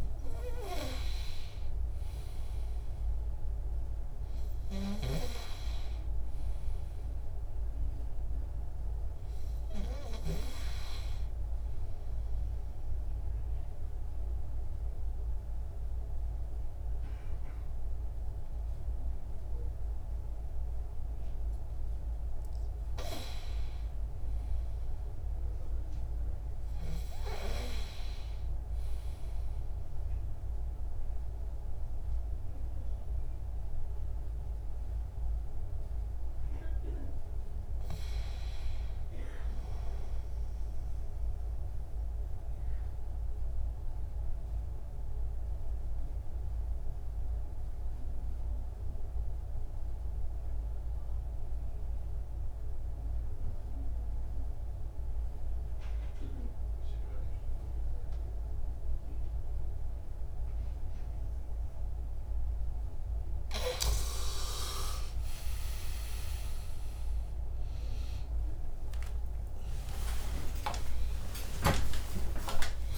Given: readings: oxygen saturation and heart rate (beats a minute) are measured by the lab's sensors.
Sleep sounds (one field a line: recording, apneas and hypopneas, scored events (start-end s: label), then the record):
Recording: breathing in sleep by a room microphone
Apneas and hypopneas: 2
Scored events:
3.50-19.50 s: oxygen desaturation (device-marked, oxygen 98% before, 94% lowest, heart rate 69 before, 65 extreme)
11.50-23.00 s: obstructive apnea (oxygen 99% before, 90% lowest, heart rate 70 before, 65 extreme, up 4 after)
25.00-29.00 s: arousal
41.00-63.50 s: obstructive apnea (oxygen 98% before, 90% lowest)
60.50-72.97 s: oxygen desaturation (device-marked, oxygen 96% before, 90% lowest)
66.50-72.97 s: new sleep stage, awake
From the record:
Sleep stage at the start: N2 (light sleep)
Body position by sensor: on the back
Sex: male